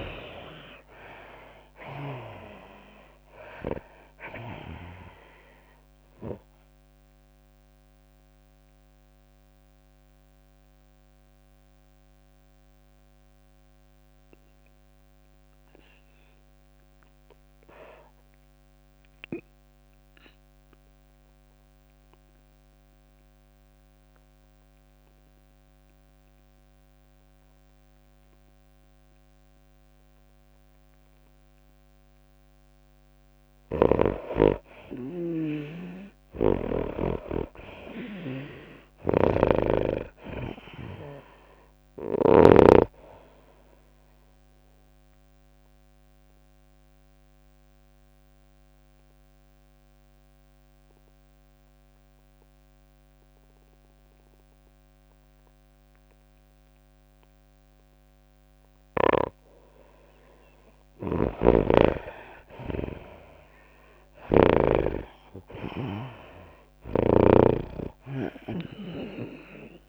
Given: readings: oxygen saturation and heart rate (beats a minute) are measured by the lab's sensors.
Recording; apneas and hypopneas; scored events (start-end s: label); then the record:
breathing in sleep by a microphone on the trachea; 2
0.00-2.50 s: arousal
0.00-2.50 s: snoring (device-marked)
0.00-23.50 s: oxygen desaturation (device-marked, oxygen 78% lowest, heart rate 92 extreme)
0.50-16.50 s: drop in pulse transit time (device-marked, heart rate 90 before, 98 extreme)
0.50-26.50 s: tachycardia (device-marked, heart rate 99 before, 107 extreme)
8.50-33.00 s: mixed apnea (oxygen 96% before, 78% lowest, heart rate 97 before, 86 extreme, up 3 after)
25.50-53.50 s: oxygen desaturation (device-marked, oxygen 100% before, 85% lowest, heart rate 104 before, 85 extreme)
36.50-41.00 s: arousal
36.50-43.00 s: snoring (device-marked)
37.50-50.50 s: tachycardia (device-marked, heart rate 99 before, 106 extreme)
46.00-59.50 s: obstructive apnea (oxygen 100% before, 85% lowest, heart rate 101 before, 85 extreme, up 17 after)
55.00-57.00 s: long interval between heartbeats (device-marked, heart rate 102 before, 87 extreme)
60.50-69.88 s: oxygen desaturation (device-marked, oxygen 97% before, 85% lowest, heart rate 99 before, 98 extreme)
61.50-65.00 s: snoring (device-marked)
63.50-69.88 s: tachycardia (device-marked, heart rate 99 before, 106 extreme)
66.00-69.00 s: arousal
67.50-69.88 s: drop in pulse transit time (device-marked, heart rate 96 before, 102 extreme)
From the record:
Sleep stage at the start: N2 (light sleep); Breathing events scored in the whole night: 372 in 4.0 hours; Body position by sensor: on the right side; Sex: female